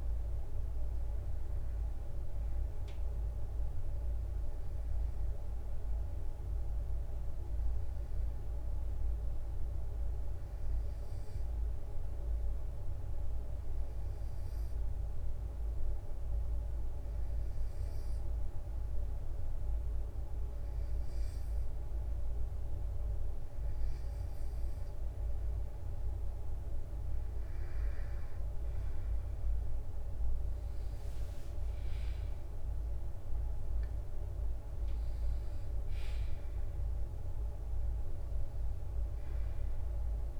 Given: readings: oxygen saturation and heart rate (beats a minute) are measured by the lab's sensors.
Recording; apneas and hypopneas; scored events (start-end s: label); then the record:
breathing in sleep, hard to hear, by a room microphone; 1
4.00-23.50 s: obstructive apnea (oxygen 96% before, 94% lowest, heart rate 64 before, 60 extreme, up 3 after)
21.00-39.00 s: drop in pulse transit time (device-marked, heart rate 62 before, 60 extreme)
29.00-32.00 s: arousal
From the record:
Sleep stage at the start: N2 (light sleep); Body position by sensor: on the right side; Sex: male